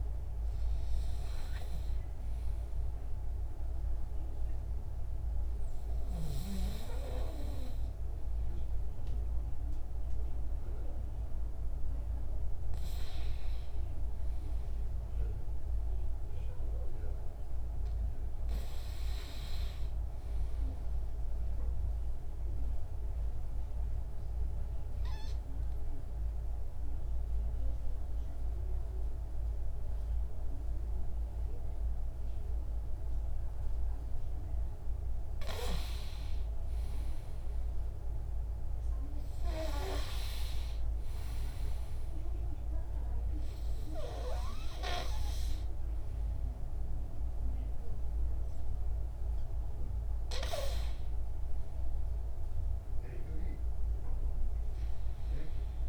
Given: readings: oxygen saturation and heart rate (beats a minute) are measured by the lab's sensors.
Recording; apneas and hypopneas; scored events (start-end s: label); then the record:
breathing in sleep by a room microphone; 1
22.00-35.00 s: obstructive apnea (oxygen 100% before, 95% lowest)
37.50-42.00 s: arousal
From the record:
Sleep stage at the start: N2 (light sleep); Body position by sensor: on the back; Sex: male